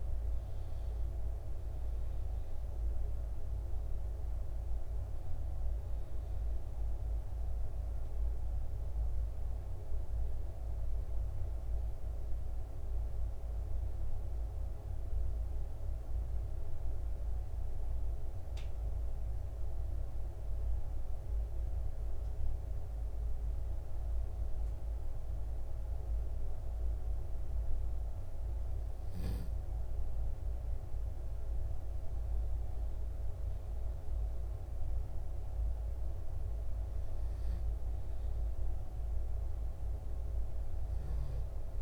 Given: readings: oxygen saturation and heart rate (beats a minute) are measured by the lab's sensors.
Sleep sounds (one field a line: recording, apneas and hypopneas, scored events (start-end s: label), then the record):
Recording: breathing in sleep, hard to hear, by a room microphone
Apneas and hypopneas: 1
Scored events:
15.00-26.00 s: hypopnea (oxygen 97% before, 93% lowest, heart rate 63 before, 61 extreme, up 1 after)
30.50-34.00 s: arousal
From the record:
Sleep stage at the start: N2 (light sleep)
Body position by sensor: on the back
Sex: male